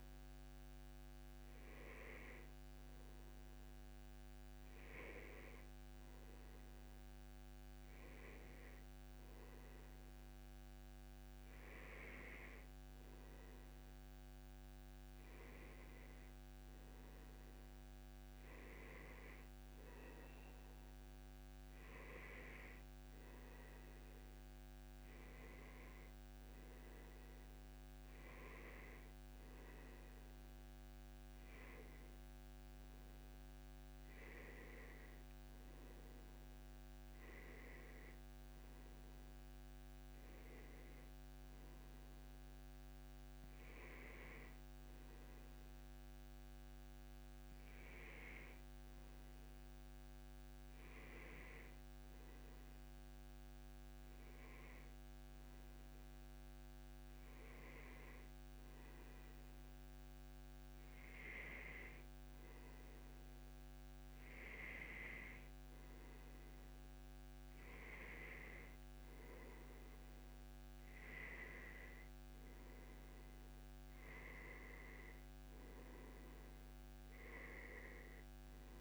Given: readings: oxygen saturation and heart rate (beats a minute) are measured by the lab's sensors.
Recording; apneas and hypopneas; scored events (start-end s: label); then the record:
breathing in sleep by a microphone on the trachea; none
none scored
From the record:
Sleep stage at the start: N2 (light sleep); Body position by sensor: on the back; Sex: male